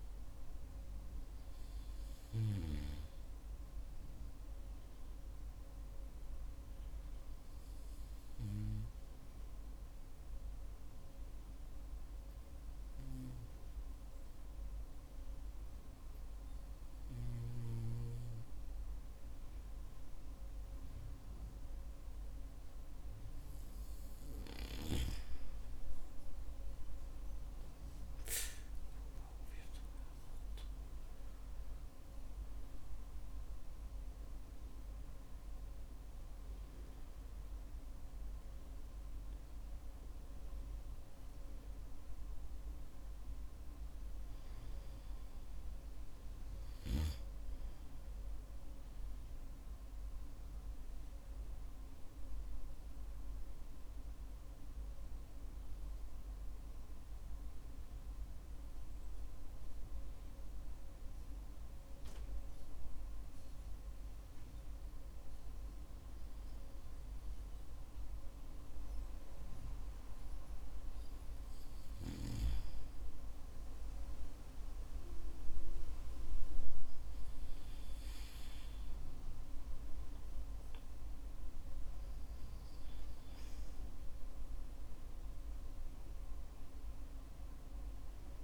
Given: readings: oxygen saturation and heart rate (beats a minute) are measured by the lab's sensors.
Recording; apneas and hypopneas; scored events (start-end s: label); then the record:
breathing in sleep by a room microphone; 2
1.00-24.50 s: hypopnea (oxygen 96% before, 93% lowest, heart rate 58 before, 48 extreme, up 11 after)
27.00-32.50 s: arousal
54.50-70.50 s: obstructive apnea (oxygen 95% before, 94% lowest, heart rate 54 before, 50 extreme, up 4 after)
73.50-78.50 s: arousal
From the record:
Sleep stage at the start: N2 (light sleep); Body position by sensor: on the back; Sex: male